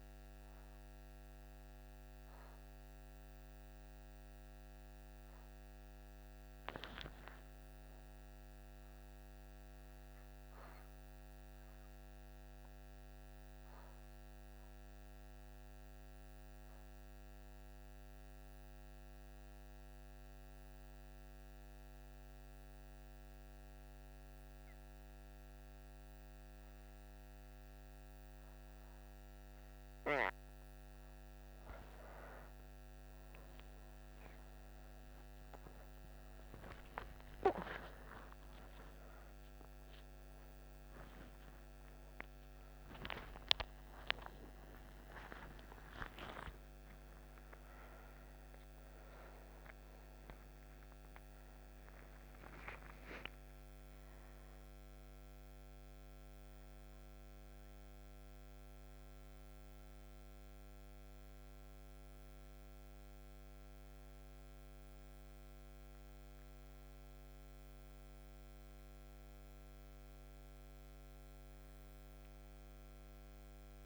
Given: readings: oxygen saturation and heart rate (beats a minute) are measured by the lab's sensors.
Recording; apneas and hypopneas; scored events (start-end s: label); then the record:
a person awake in a sleep study, by a microphone on the trachea; 1
0.00-14.00 s: oxygen desaturation (device-marked, oxygen 89% lowest, heart rate 61 extreme)
6.50-10.00 s: arousal
11.50-30.00 s: obstructive apnea (oxygen 96% before, 86% lowest, heart rate 67 before, 38 extreme)
25.00-73.86 s: new sleep stage, awake
30.00-67.00 s: oxygen desaturation (device-marked, oxygen 98% before, 86% lowest)
From the record:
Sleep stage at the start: N2 (light sleep); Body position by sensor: on the back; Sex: female